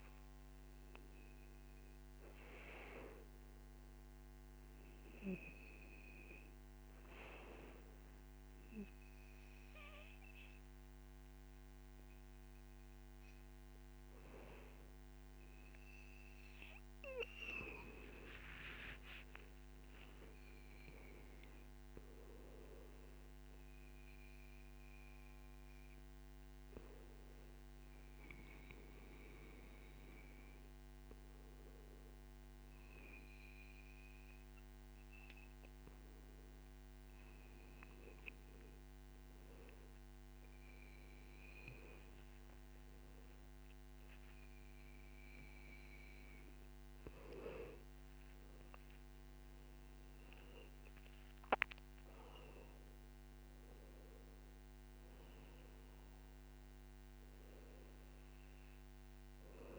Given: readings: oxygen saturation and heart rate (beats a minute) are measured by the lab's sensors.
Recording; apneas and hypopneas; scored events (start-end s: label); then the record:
breathing in sleep by a microphone on the trachea; 1
7.00-17.50 s: obstructive apnea (oxygen 100% before, 95% lowest, heart rate 57 before, 48 extreme, up 9 after)
18.50-22.50 s: arousal
20.50-38.50 s: oxygen desaturation (device-marked, oxygen 99% before, 95% lowest, heart rate 59 before, 48 extreme)
49.00-53.00 s: arousal
49.50-51.50 s: long interval between heartbeats (device-marked, heart rate 60 before, 71 extreme)
From the record:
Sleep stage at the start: REM sleep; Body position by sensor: on the back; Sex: male